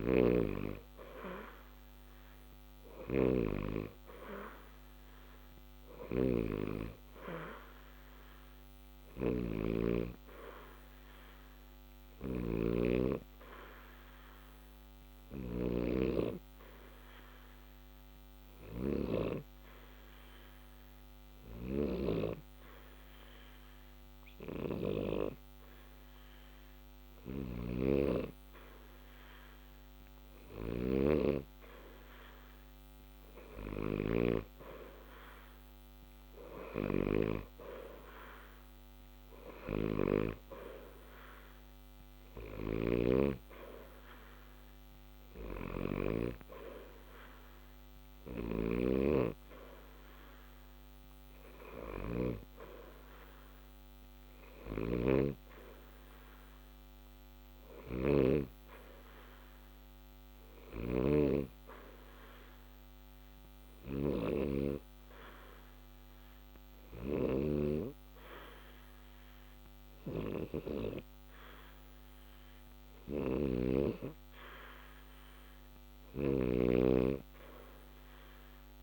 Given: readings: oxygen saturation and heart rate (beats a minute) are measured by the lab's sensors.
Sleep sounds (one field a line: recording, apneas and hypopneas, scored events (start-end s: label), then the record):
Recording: breathing in sleep by a microphone on the trachea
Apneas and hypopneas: 2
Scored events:
9.00-12.50 s: snoring (device-marked)
16.00-30.00 s: hypopnea (oxygen 91% before, 88% lowest, heart rate 60 before, 60 extreme, up 0 after)
32.50-36.00 s: arousal
42.00-54.50 s: snoring (device-marked)
60.50-74.50 s: hypopnea (oxygen 90% before, 88% lowest, heart rate 60 before, 60 extreme, up 0 after)
76.00-78.83 s: snoring (device-marked)
77.00-78.83 s: arousal
From the record:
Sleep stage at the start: N2 (light sleep)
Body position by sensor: on the back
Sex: male